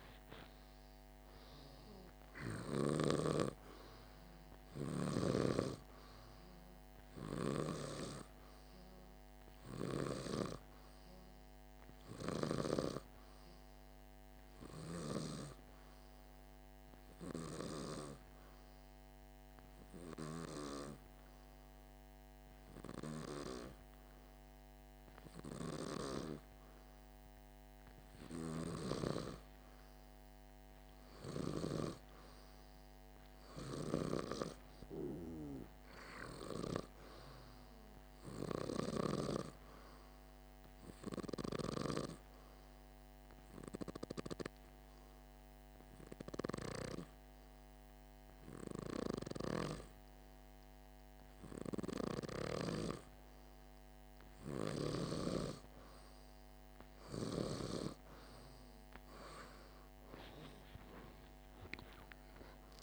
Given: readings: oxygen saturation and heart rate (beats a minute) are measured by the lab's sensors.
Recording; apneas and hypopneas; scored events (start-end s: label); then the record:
breathing in sleep by a microphone on the trachea; 2
15.00-27.00 s: hypopnea (oxygen 97% before, 96% lowest, heart rate 58 before, 47 extreme, up 3 after)
28.50-32.50 s: arousal
41.00-53.50 s: hypopnea (oxygen 99% before, 95% lowest, heart rate 50 before, 49 extreme, up 18 after)
60.00-62.83 s: arousal
From the record:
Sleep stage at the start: N2 (light sleep); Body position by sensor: on the back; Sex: male